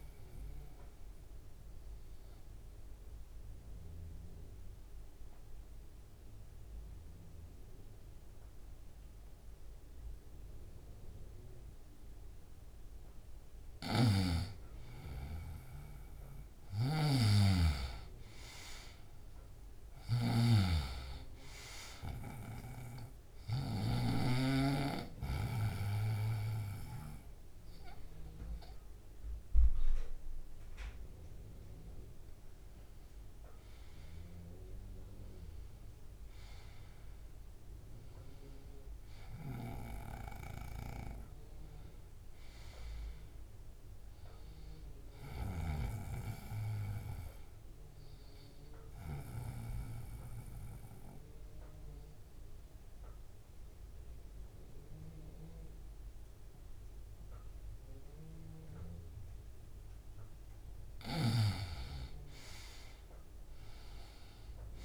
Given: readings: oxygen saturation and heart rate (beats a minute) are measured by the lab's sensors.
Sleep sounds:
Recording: breathing in sleep by a room microphone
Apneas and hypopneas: 2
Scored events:
0.00-15.50 s: oxygen desaturation (device-marked, oxygen 90% lowest, heart rate 66 extreme)
0.50-13.50 s: obstructive apnea (oxygen 99% before, 90% lowest, heart rate 73 before, 66 extreme, up 6 after)
13.50-23.50 s: snoring (device-marked)
16.00-19.50 s: arousal
30.50-43.50 s: oxygen desaturation (device-marked, oxygen 98% before, 93% lowest, heart rate 70 before, 69 extreme)
47.50-60.50 s: obstructive apnea (oxygen 98% before, 89% lowest, heart rate 70 before, 68 extreme, up 4 after)
63.00-64.85 s: arousal
From the record:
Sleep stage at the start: N2 (light sleep)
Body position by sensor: on the right side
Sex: male

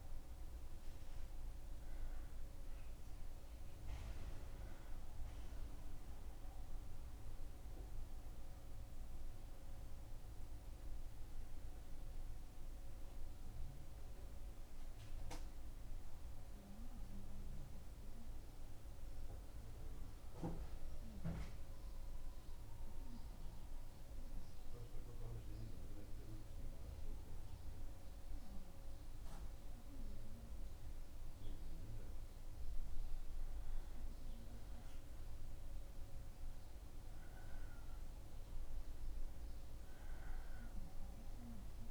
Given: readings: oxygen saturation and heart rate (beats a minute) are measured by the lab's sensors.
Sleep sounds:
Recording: breathing in sleep, hard to hear, by a room microphone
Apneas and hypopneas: 1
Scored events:
11.00-31.50 s: mixed apnea (oxygen 95% before, 91% lowest, heart rate 78 before, 76 extreme, up 1 after)
35.00-39.50 s: arousal
From the record:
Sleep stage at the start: N1 (lightest sleep)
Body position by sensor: on the back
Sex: male

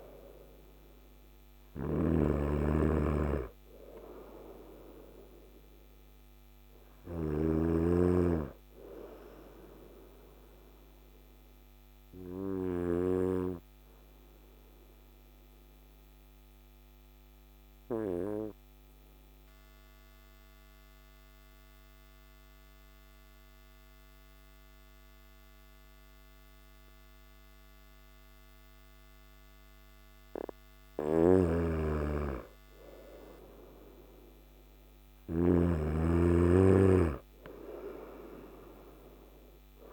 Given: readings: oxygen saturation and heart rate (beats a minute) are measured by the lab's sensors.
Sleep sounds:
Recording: breathing in sleep by a microphone on the trachea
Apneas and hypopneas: 1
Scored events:
0.00-18.00 s: oxygen desaturation (device-marked, oxygen 91% lowest, heart rate 54 extreme)
1.00-12.50 s: snoring (device-marked)
9.50-30.50 s: obstructive apnea (oxygen 98% before, 91% lowest, heart rate 61 before, 54 extreme, up 5 after)
30.00-35.00 s: snoring (device-marked)
32.50-36.00 s: arousal
36.00-39.93 s: oxygen desaturation (device-marked, oxygen 99% before, 95% lowest, heart rate 56 before, 54 extreme)
From the record:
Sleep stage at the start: N2 (light sleep)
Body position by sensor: on the right side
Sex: male

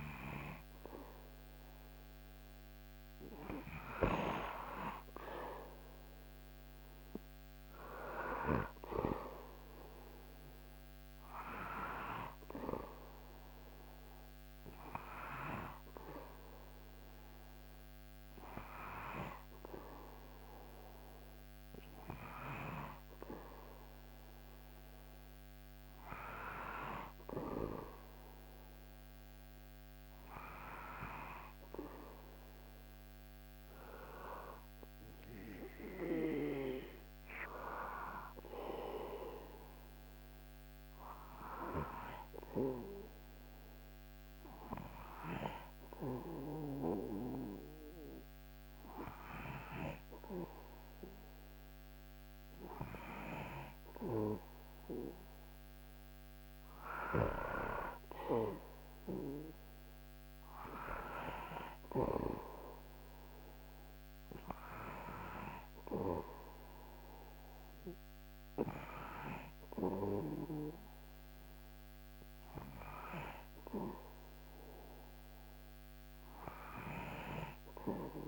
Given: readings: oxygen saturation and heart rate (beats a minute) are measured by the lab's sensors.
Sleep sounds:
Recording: breathing in sleep by a microphone on the trachea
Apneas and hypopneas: none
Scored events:
none scored
From the record:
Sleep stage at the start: REM sleep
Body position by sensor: on the back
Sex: male

